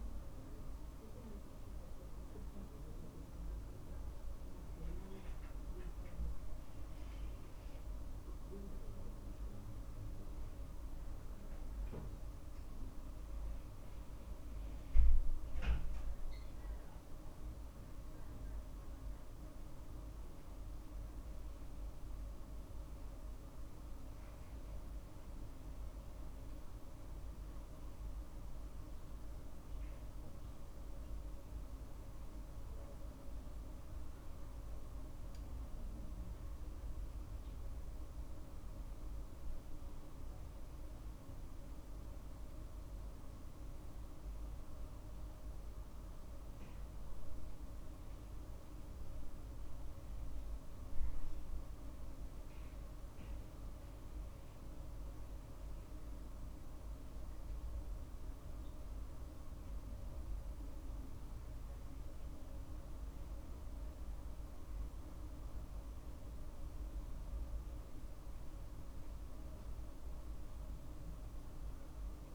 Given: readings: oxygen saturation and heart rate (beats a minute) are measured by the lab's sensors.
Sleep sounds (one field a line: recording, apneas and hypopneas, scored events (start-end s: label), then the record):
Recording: breathing in sleep, hard to hear, by a room microphone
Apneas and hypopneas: none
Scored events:
none scored
From the record:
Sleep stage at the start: N2 (light sleep)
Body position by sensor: on the right side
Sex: male